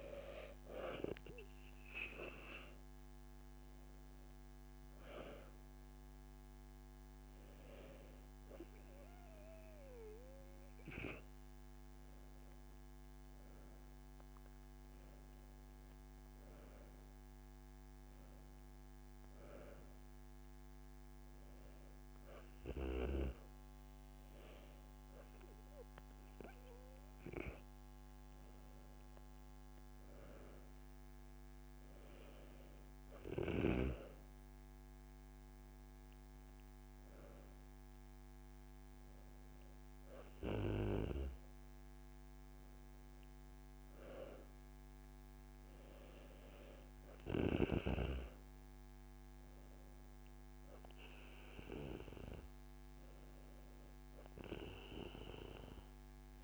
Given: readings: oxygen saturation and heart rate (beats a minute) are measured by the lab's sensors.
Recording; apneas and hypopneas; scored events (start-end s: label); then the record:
breathing in sleep by a microphone on the trachea; none
12.00-17.50 s: arousal
27.50-29.50 s: long interval between heartbeats (device-marked)
From the record:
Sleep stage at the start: N2 (light sleep); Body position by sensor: on the back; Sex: female